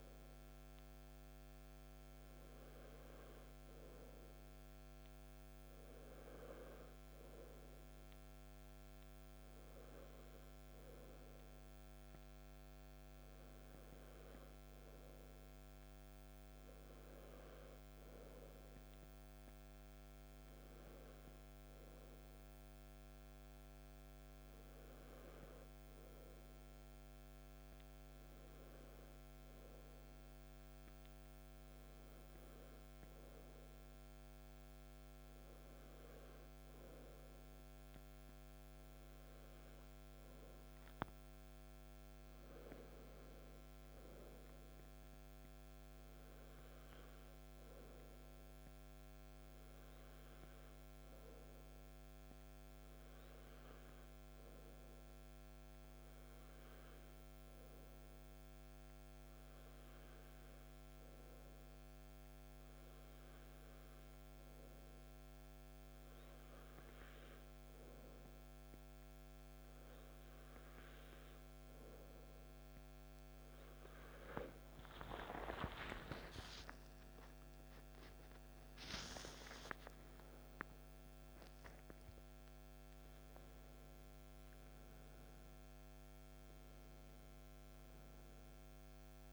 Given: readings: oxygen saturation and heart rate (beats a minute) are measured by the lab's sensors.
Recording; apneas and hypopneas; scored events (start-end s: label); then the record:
breathing in sleep, hard to hear, by a microphone on the trachea; 1
52.50-72.50 s: hypopnea (oxygen 96% before, 93% lowest, heart rate 56 before, 55 extreme, up 9 after)
70.50-89.33 s: new sleep stage, N1 (lightest sleep)
74.00-80.00 s: arousal
From the record:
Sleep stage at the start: REM sleep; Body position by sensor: on the back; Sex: male